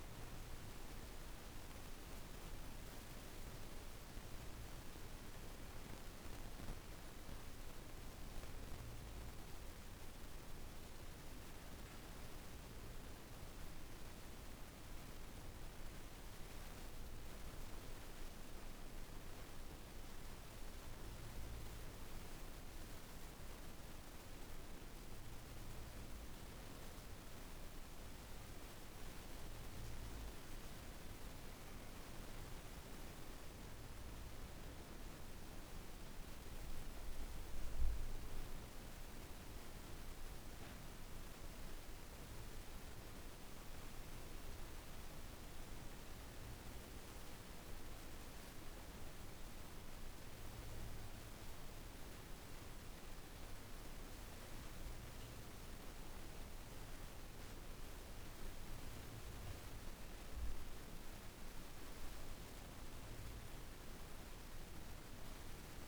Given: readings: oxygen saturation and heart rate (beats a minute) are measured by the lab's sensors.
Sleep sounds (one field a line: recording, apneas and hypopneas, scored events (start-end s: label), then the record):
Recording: breathing in sleep, hard to hear, by a room microphone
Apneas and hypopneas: 2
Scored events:
1.00-13.00 s: obstructive apnea (oxygen 95% before, 91% lowest, heart rate 49 before, 45 extreme, up 3 after)
15.00-19.00 s: arousal
22.50-35.50 s: oxygen desaturation (device-marked, oxygen 96% before, 91% lowest, heart rate 53 before, 44 extreme)
27.50-39.50 s: obstructive apnea (oxygen 96% before, 91% lowest, heart rate 55 before, 43 extreme, up 10 after)
42.50-46.50 s: arousal
47.50-65.50 s: oxygen desaturation (device-marked, oxygen 96% before, 92% lowest, heart rate 51 before, 36 extreme)
From the record:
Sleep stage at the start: REM sleep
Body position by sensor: on the back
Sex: female